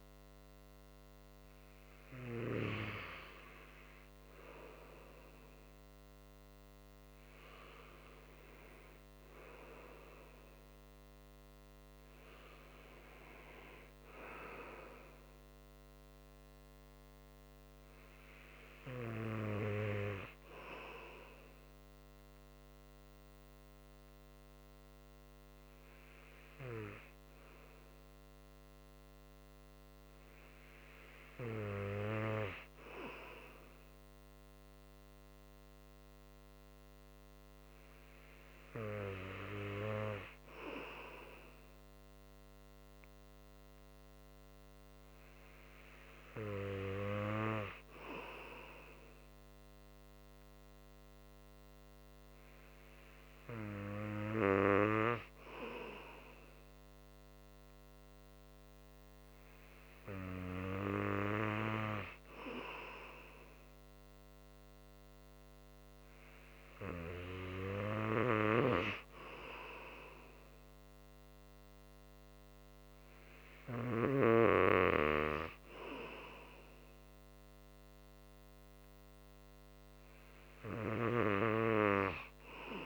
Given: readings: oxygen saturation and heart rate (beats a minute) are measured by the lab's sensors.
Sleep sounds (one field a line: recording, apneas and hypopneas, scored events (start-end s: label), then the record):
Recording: breathing in sleep by a microphone on the trachea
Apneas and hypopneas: none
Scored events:
0.00-2.50 s: arousal
34.50-82.86 s: new sleep stage, N2 (light sleep)
From the record:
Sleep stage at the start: N3 (deep sleep)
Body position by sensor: on the right side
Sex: male